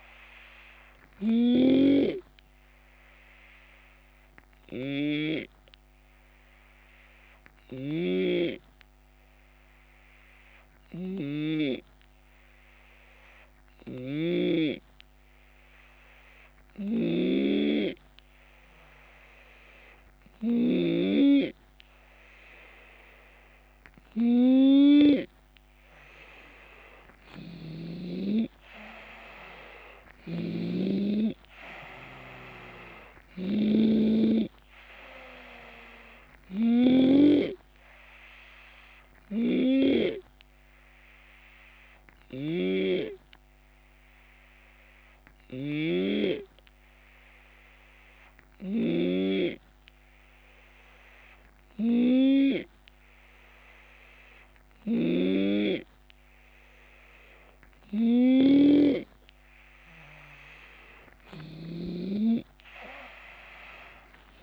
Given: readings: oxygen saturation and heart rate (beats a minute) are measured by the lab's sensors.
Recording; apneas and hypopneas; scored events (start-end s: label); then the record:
breathing in sleep by a microphone on the trachea; 2
0.00-1.00 s: drop in pulse transit time (device-marked, heart rate 72 extreme)
0.00-20.50 s: snoring (device-marked)
0.50-19.50 s: obstructive apnea (oxygen 94% before, 88% lowest, heart rate 74 before, 67 extreme, up 7 after)
26.00-41.00 s: drop in pulse transit time (device-marked, heart rate 69 before, 74 extreme)
27.00-32.00 s: arousal
29.50-37.00 s: snoring (device-marked)
39.00-48.50 s: snoring (device-marked)
39.00-54.50 s: obstructive apnea (oxygen 93% before, 88% lowest, heart rate 75 before, 68 extreme, up 7 after)
54.50-64.43 s: snoring (device-marked)
62.00-64.43 s: drop in pulse transit time (device-marked, heart rate 70 before, 75 extreme)
63.00-64.43 s: arousal
From the record:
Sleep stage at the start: N2 (light sleep); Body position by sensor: on the left side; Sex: male